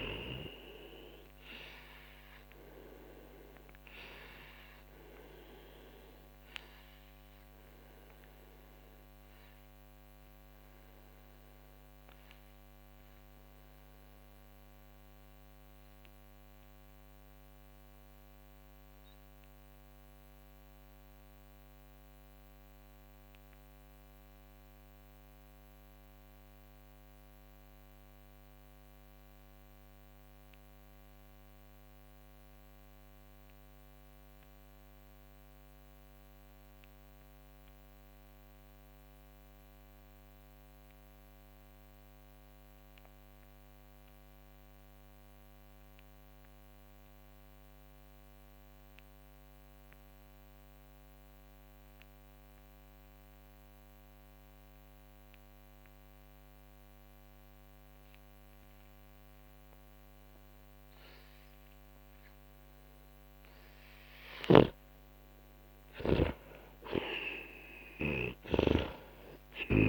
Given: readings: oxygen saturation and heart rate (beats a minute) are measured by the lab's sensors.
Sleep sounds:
breathing in sleep by a microphone on the trachea; 1
0.00-39.00 s: oxygen desaturation (device-marked, oxygen 87% lowest, heart rate 35 extreme)
1.00-64.50 s: obstructive apnea (oxygen 98% before, 82% lowest, heart rate 59 before, 35 extreme, up 25 after)
59.00-69.89 s: oxygen desaturation (device-marked, oxygen 99% before, 82% lowest, heart rate 45 before, 44 extreme)
64.50-69.89 s: snoring (device-marked)
66.00-69.89 s: arousal
From the record:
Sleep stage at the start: N2 (light sleep); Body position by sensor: on the back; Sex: male

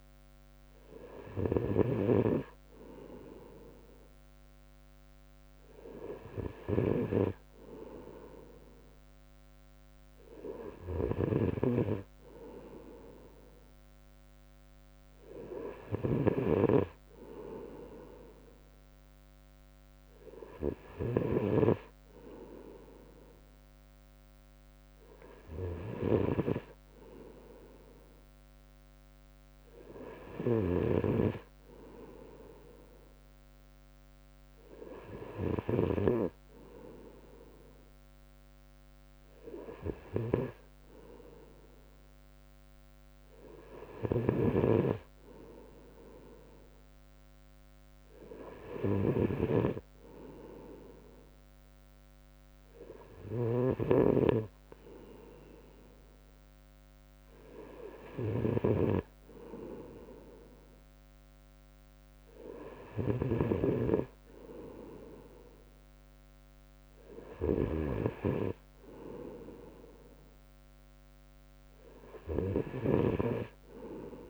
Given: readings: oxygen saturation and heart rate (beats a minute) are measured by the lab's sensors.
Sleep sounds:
breathing in sleep by a microphone on the trachea; none
41.00-43.00 s: long interval between heartbeats (device-marked, heart rate 62 before, 66 extreme)
From the record:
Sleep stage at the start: N2 (light sleep); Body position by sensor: on the right side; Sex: male

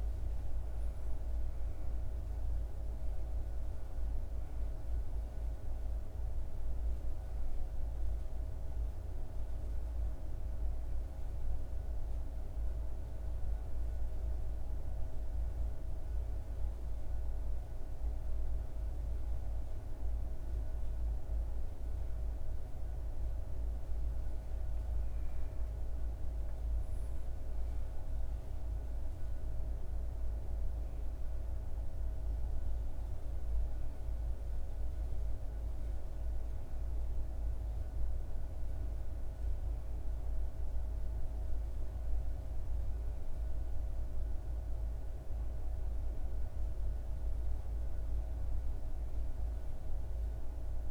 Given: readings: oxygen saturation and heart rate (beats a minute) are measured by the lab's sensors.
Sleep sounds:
breathing in sleep, hard to hear, by a room microphone; none
none scored
From the record:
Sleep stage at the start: N2 (light sleep); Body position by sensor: on the back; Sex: male

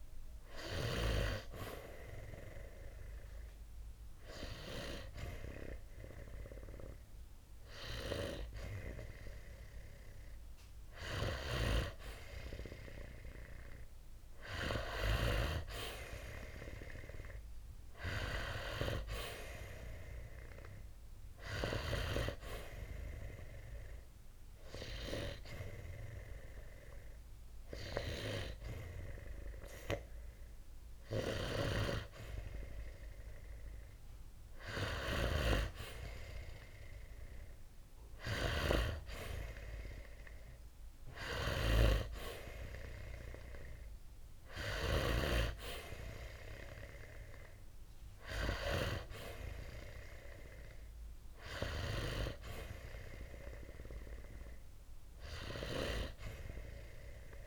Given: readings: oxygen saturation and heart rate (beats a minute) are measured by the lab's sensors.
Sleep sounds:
breathing in sleep by a room microphone; 2
1.00-11.50 s: hypopnea (oxygen 91% before, 89% lowest, heart rate 63 before, 61 extreme, up 5 after)
14.00-17.50 s: arousal
23.50-33.50 s: hypopnea (oxygen 92% before, 89% lowest, heart rate 65 before, 60 extreme, up 4 after)
37.00-40.50 s: arousal
42.00-54.00 s: oxygen desaturation (device-marked, oxygen 93% before, 89% lowest, heart rate 62 before, 60 extreme)
From the record:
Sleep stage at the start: N2 (light sleep); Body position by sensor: on the back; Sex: male

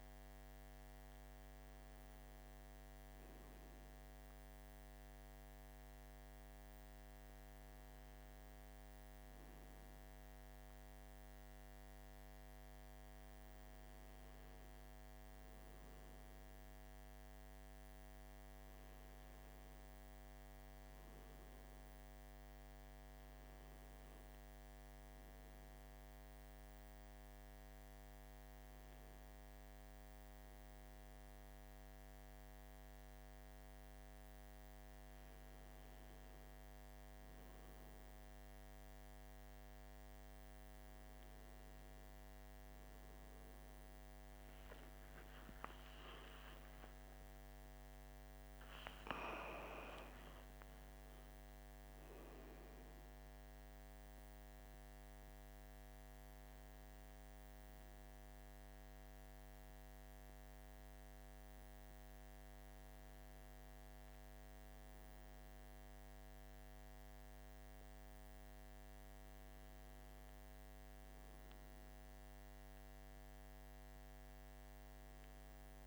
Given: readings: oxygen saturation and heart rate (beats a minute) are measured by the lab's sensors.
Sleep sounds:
a person awake in a sleep study, hard to hear, by a microphone on the trachea; none
none scored
From the record:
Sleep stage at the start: awake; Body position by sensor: on the back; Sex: male

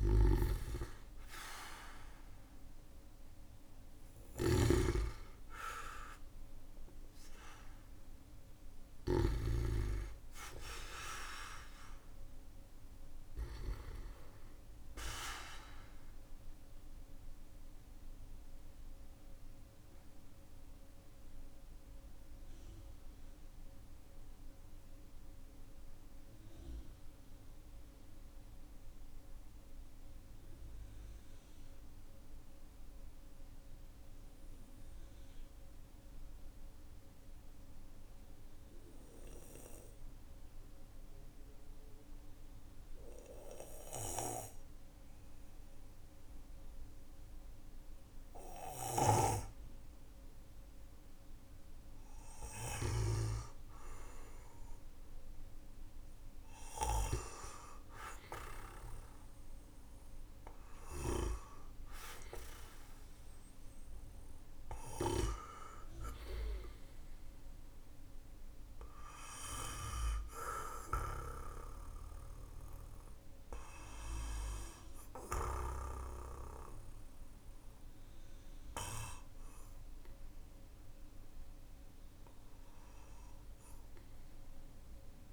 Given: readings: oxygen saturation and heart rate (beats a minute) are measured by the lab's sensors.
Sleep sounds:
breathing in sleep by a room microphone; 1
0.00-5.50 s: arousal
0.00-9.00 s: snoring (device-marked)
16.00-39.00 s: oxygen desaturation (device-marked, oxygen 97% before, 94% lowest, heart rate 52 before, 46 extreme)
16.00-51.00 s: mixed apnea (oxygen 99% before, 93% lowest, heart rate 52 before, 46 extreme, up 6 after)
53.00-56.50 s: arousal
69.00-85.33 s: oxygen desaturation (device-marked, oxygen 96% before, 93% lowest, heart rate 54 before, 46 extreme)
70.00-75.00 s: snoring (device-marked)
From the record:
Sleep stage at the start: N2 (light sleep); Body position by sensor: on the back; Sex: male

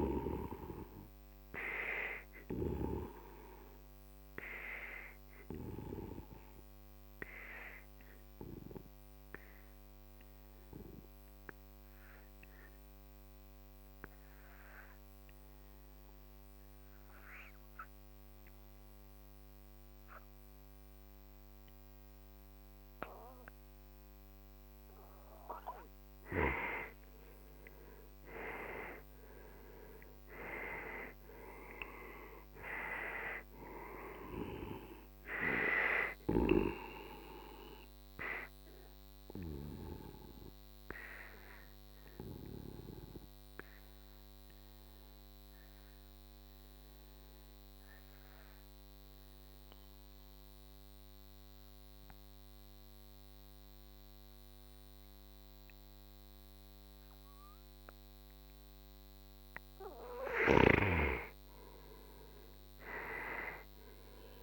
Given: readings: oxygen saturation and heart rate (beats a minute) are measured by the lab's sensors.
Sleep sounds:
breathing in sleep by a microphone on the trachea; 2
0.00-13.50 s: oxygen desaturation (device-marked, oxygen 91% lowest, heart rate 44 extreme)
6.50-25.00 s: obstructive apnea (oxygen 97% before, 91% lowest, heart rate 57 before, 44 extreme, up 12 after)
27.00-31.00 s: arousal
27.50-51.50 s: oxygen desaturation (device-marked, oxygen 97% before, 91% lowest, heart rate 54 before, 44 extreme)
40.50-60.00 s: obstructive apnea (oxygen 97% before, 91% lowest, heart rate 60 before, 46 extreme, up 18 after)
62.50-64.43 s: arousal
From the record:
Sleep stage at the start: N2 (light sleep); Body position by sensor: on the right side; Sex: male

